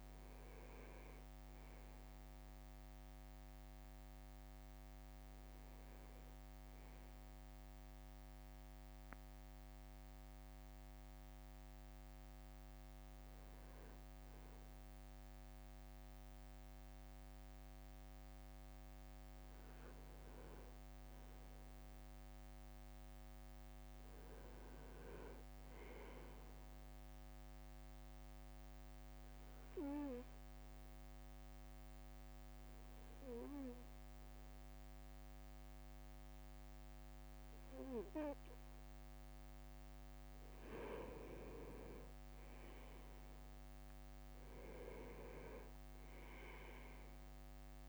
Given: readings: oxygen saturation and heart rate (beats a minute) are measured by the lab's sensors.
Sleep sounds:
breathing in sleep by a microphone on the trachea; 2
0.00-4.50 s: drop in pulse transit time (device-marked, heart rate 57 extreme)
7.50-18.50 s: hypopnea (oxygen 98% before, 96% lowest, heart rate 61 before, 52 extreme, up 3 after)
21.00-24.00 s: arousal
29.00-40.00 s: obstructive apnea (oxygen 98% before, 96% lowest, heart rate 56 before, 54 extreme, up 8 after)
40.00-41.00 s: leg movement (device-marked)
44.00-47.50 s: leg movement (device-marked)
45.50-47.89 s: drop in pulse transit time (device-marked, heart rate 56 before, 54 extreme)
46.00-47.89 s: arousal
From the record:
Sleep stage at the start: N2 (light sleep); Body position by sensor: on the right side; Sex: male

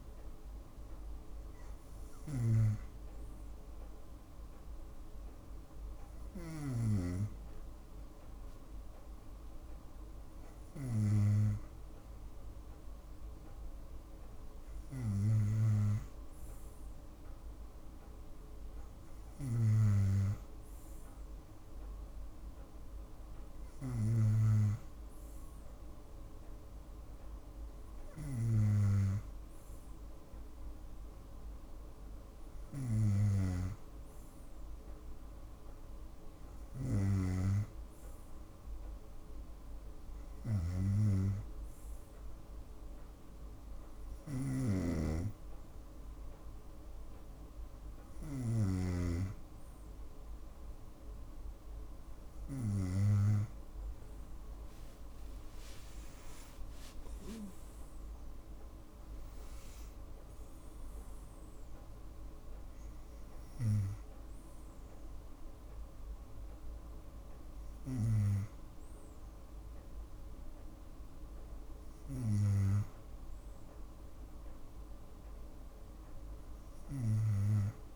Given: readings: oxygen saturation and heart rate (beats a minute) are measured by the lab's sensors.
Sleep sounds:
breathing in sleep by a room microphone; none
54.00-58.00 s: arousal
From the record:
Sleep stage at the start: N2 (light sleep); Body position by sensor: on the right side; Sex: female

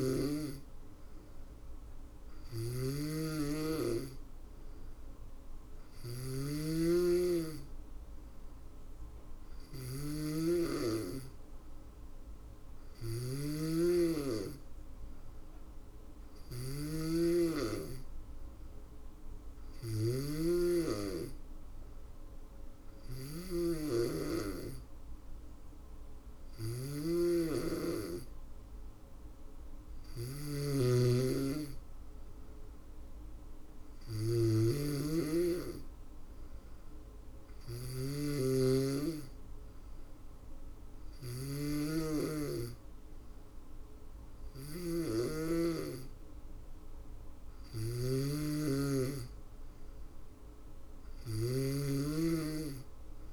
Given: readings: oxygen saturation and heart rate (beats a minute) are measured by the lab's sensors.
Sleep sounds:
breathing in sleep by a room microphone; none
0.00-53.33 s: snoring (device-marked)
From the record:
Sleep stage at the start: N2 (light sleep); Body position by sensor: on the back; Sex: female

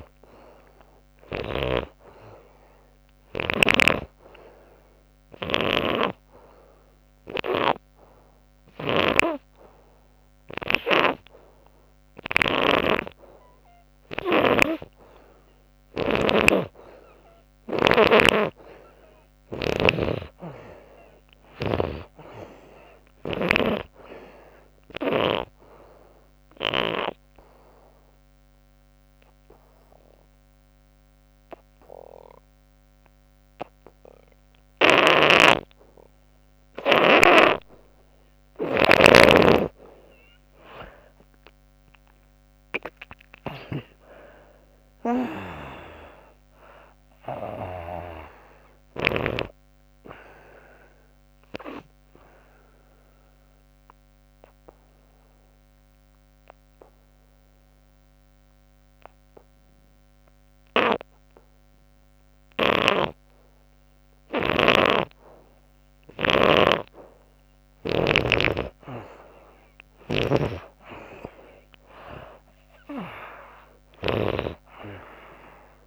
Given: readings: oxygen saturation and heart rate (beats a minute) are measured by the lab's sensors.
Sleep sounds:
breathing in sleep by a microphone on the trachea; 3
0.00-1.50 s: snoring (device-marked)
2.00-38.00 s: oxygen desaturation (device-marked, oxygen 98% before, 83% lowest, heart rate 92 before, 63 extreme)
3.50-14.50 s: obstructive apnea (oxygen 98% before, 79% lowest, heart rate 92 before, 68 extreme, up 8 after)
15.00-19.00 s: arousal
26.00-37.50 s: obstructive apnea (oxygen 98% before, 79% lowest, heart rate 75 before, 63 extreme, up 40 after)
34.50-49.00 s: snoring (device-marked)
39.50-43.50 s: arousal
40.00-45.00 s: oxygen desaturation (device-marked, oxygen 92% before, 87% lowest, heart rate 78 before, 62 extreme)
47.00-69.00 s: oxygen desaturation (device-marked, oxygen 92% before, 79% lowest, heart rate 81 before, 62 extreme)
51.00-64.00 s: obstructive apnea (oxygen 92% before, 77% lowest, heart rate 84 before, 62 extreme, up 44 after)
64.00-68.00 s: snoring (device-marked)
68.00-71.50 s: arousal
71.00-75.87 s: oxygen desaturation (device-marked, oxygen 97% before, 83% lowest, heart rate 76 before, 63 extreme)
From the record:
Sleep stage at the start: N2 (light sleep); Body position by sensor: on the back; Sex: female

